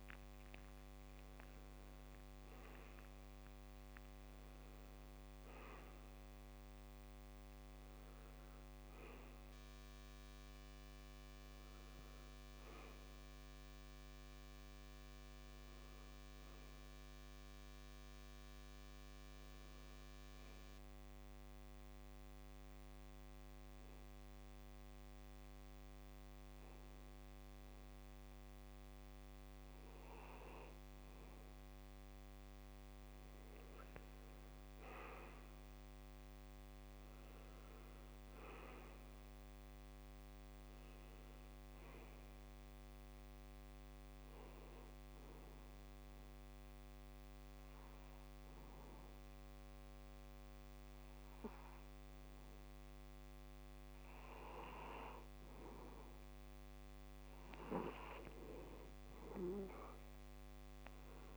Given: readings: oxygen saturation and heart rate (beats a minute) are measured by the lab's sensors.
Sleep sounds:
breathing in sleep by a microphone on the trachea; 2
13.00-16.50 s: arousal
20.00-30.50 s: obstructive apnea (oxygen 91% before, 86% lowest, heart rate 68 before, 66 extreme, up 2 after)
34.00-37.00 s: arousal
37.50-56.50 s: oxygen desaturation (device-marked, oxygen 92% before, 86% lowest, heart rate 67 before, 66 extreme)
44.50-56.00 s: obstructive apnea (oxygen 92% before, 84% lowest, heart rate 67 before, 66 extreme, up 1 after)
From the record:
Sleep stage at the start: N2 (light sleep); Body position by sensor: on the back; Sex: male

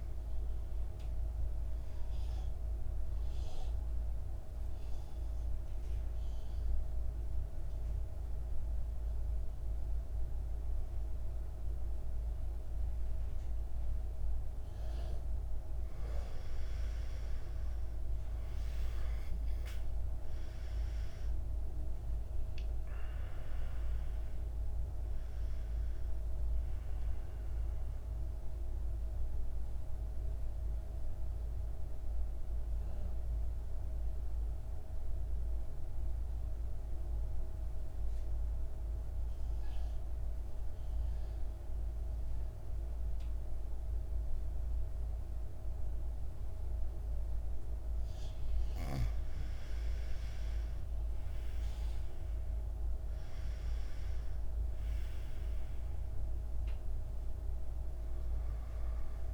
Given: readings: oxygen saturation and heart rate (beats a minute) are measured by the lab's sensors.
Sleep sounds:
breathing in sleep, hard to hear, by a room microphone; 2
0.00-8.50 s: oxygen desaturation (device-marked, oxygen 90% lowest, heart rate 55 extreme)
2.00-15.50 s: mixed apnea (oxygen 97% before, 90% lowest, heart rate 58 before, 51 extreme, up 10 after)
17.50-21.50 s: arousal
17.50-42.50 s: oxygen desaturation (device-marked, oxygen 97% before, 90% lowest, heart rate 58 before, 51 extreme)
27.50-48.50 s: mixed apnea (oxygen 97% before, 90% lowest, heart rate 63 before, 51 extreme, up 9 after)
50.50-54.00 s: arousal
51.50-59.34 s: oxygen desaturation (device-marked, oxygen 98% before, 90% lowest, heart rate 55 before, 51 extreme)
From the record:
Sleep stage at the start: N2 (light sleep); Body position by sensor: on the back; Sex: male

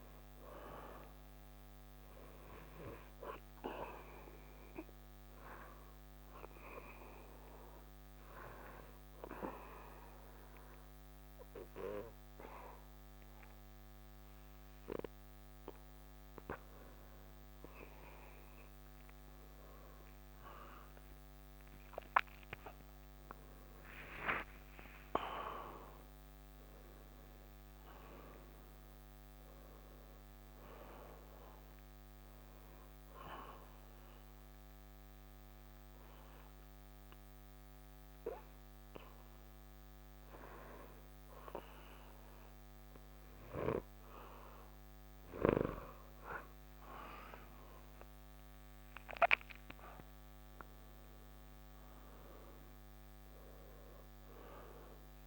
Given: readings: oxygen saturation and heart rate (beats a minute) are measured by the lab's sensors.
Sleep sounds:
breathing in sleep by a microphone on the trachea; 2
7.50-17.50 s: obstructive apnea (oxygen 97% before, 90% lowest, heart rate 68 before, 68 extreme, up 12 after)
20.50-24.50 s: arousal
25.50-44.50 s: oxygen desaturation (device-marked, oxygen 95% before, 90% lowest, heart rate 68 before, 66 extreme)
34.00-46.50 s: hypopnea (oxygen 95% before, 90% lowest, heart rate 101 before, 66 extreme, up 29 after)
48.00-52.50 s: arousal
From the record:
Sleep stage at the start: N2 (light sleep); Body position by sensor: on the back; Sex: male

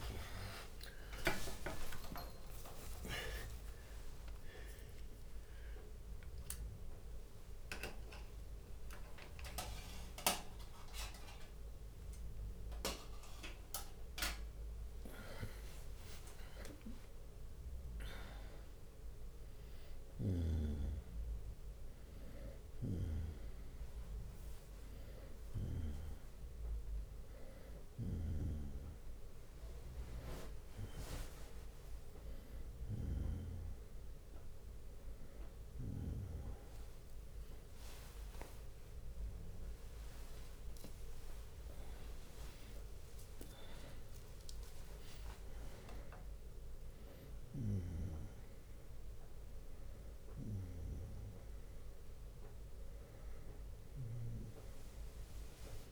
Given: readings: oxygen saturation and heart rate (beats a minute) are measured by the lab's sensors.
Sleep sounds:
a person awake in a sleep study, by a room microphone; none
0.00-1.00 s: long interval between heartbeats (device-marked, heart rate 131 extreme)
0.00-2.00 s: tachycardia (device-marked, heart rate 143 extreme)
0.00-12.00 s: drop in pulse transit time (device-marked, heart rate 91 extreme)
1.00-3.00 s: long interval between heartbeats (device-marked, heart rate 72 before, 143 extreme)
6.00-8.00 s: long interval between heartbeats (device-marked, heart rate 90 before, 94 extreme)
6.00-16.00 s: tachycardia (device-marked, heart rate 70 before, 133 extreme)
8.00-38.00 s: new sleep stage, awake
9.50-11.50 s: long interval between heartbeats (device-marked, heart rate 96 before, 112 extreme)
37.50-39.50 s: long interval between heartbeats (device-marked, heart rate 74 before, 72 extreme)
38.00-55.92 s: new sleep stage, N1 (lightest sleep)
From the record:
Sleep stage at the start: N2 (light sleep); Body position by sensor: on the right side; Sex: male

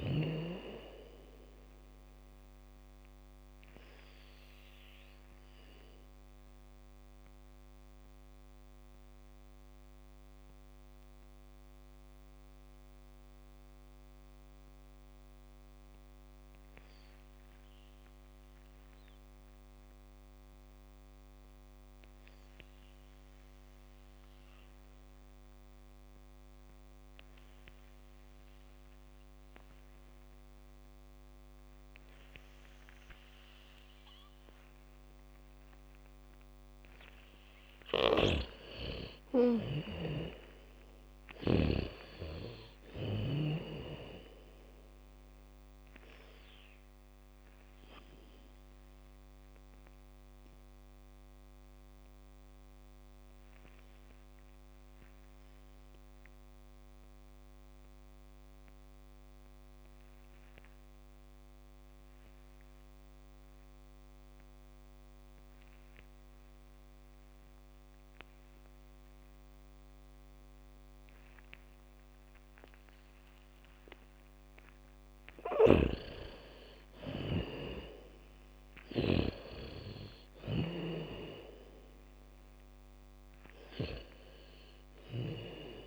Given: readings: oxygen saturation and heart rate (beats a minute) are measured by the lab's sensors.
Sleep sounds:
breathing in sleep by a microphone on the trachea; 2
0.00-22.00 s: oxygen desaturation (device-marked, oxygen 85% lowest, heart rate 56 extreme)
3.50-37.00 s: mixed apnea (oxygen 99% before, 85% lowest, heart rate 63 before, 56 extreme, up 26 after)
27.00-65.00 s: oxygen desaturation (device-marked, oxygen 99% before, 85% lowest, heart rate 76 before, 35 extreme)
29.00-37.00 s: bradycardia (device-marked, heart rate 70 before, 58 extreme)
38.00-42.00 s: snoring (device-marked)
39.00-43.50 s: arousal
50.00-75.50 s: mixed apnea (oxygen 99% before, 84% lowest, heart rate 70 before, 35 extreme, up 0 after)
71.00-82.00 s: bradycardia (device-marked, heart rate 70 before, 35 extreme)
76.00-79.50 s: snoring (device-marked)
76.00-80.00 s: arousal
77.00-85.86 s: oxygen desaturation (device-marked, oxygen 98% before, 84% lowest, heart rate 68 before, 46 extreme)
From the record:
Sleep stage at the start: N2 (light sleep); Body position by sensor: on the back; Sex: female

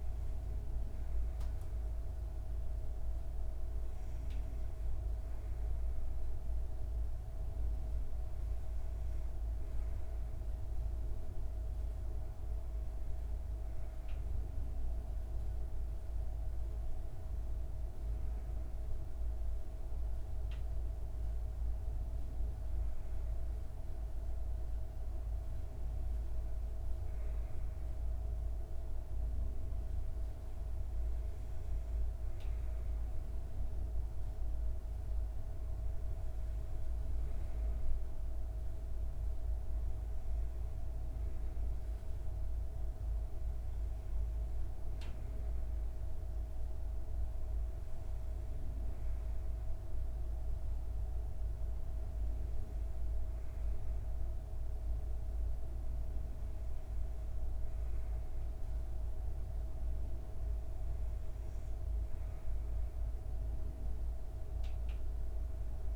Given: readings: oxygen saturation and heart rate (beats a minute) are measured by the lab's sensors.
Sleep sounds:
breathing in sleep, hard to hear, by a room microphone; none
none scored
From the record:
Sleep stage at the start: N2 (light sleep); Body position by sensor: on the back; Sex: female

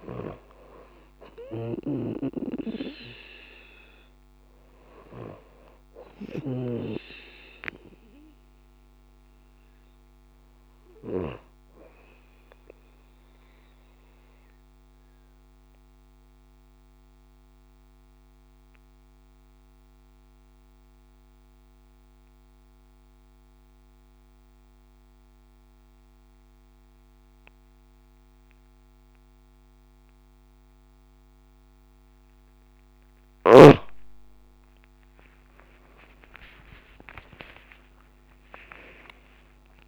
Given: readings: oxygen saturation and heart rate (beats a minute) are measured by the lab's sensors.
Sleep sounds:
breathing in sleep by a microphone on the trachea; 1
0.00-6.00 s: snoring (device-marked)
13.00-32.50 s: mixed apnea (oxygen 96% before, 92% lowest)
34.50-39.00 s: arousal
37.50-39.88 s: oxygen desaturation (device-marked, oxygen 96% before, 92% lowest)
From the record:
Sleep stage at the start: N2 (light sleep); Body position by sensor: on the back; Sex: female

